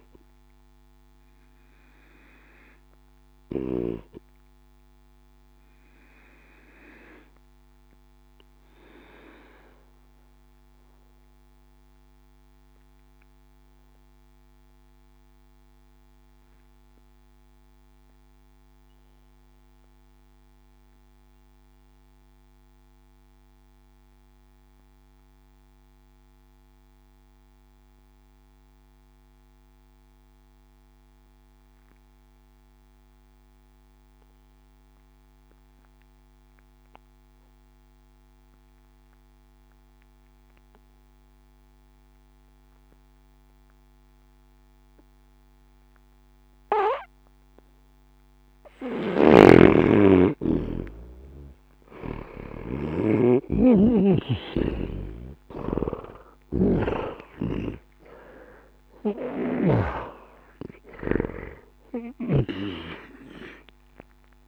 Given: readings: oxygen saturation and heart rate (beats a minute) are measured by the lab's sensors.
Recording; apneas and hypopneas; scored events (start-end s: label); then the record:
a person partly awake in a sleep study, by a microphone on the trachea; 1
0.00-23.50 s: oxygen desaturation (device-marked, oxygen 78% lowest)
4.50-47.00 s: obstructive apnea (oxygen 94% before, 78% lowest)
13.50-19.50 s: bradycardia (device-marked)
43.50-64.47 s: new sleep stage, awake
45.50-64.47 s: oxygen desaturation (device-marked, oxygen 98% before, 79% lowest)
48.50-59.50 s: snoring (device-marked)
61.50-64.47 s: snoring (device-marked)
From the record:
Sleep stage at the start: N2 (light sleep); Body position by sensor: on the back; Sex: male